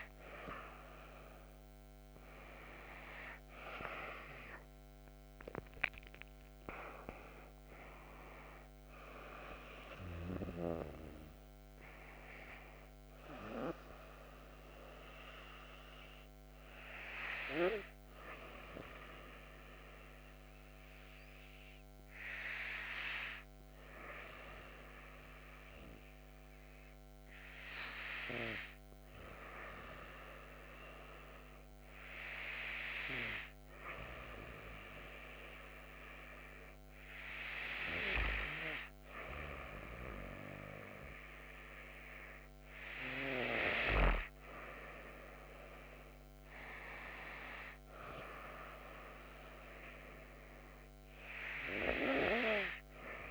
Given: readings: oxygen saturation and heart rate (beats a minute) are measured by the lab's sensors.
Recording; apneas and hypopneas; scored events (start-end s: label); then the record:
breathing in sleep by a microphone on the trachea; 1
0.50-5.50 s: arousal
21.00-37.00 s: hypopnea (oxygen 96% before, 94% lowest)
39.00-41.50 s: arousal
From the record:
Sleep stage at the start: N2 (light sleep); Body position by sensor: on the back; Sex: female